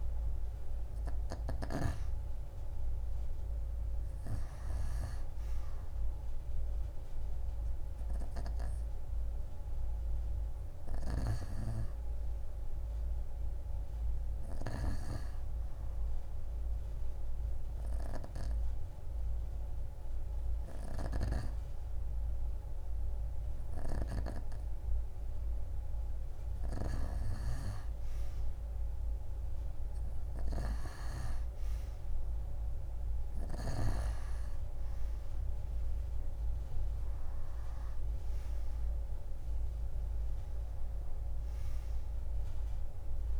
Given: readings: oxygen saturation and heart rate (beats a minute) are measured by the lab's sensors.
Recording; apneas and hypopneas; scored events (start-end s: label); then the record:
breathing in sleep by a room microphone; none
0.00-13.00 s: oxygen desaturation (device-marked, oxygen 90% lowest)
10.50-24.00 s: snoring (device-marked)
35.00-43.39 s: oxygen desaturation (device-marked, oxygen 93% before, 90% lowest)
36.00-39.50 s: arousal
From the record:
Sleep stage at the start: N2 (light sleep); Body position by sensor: on the right side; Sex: female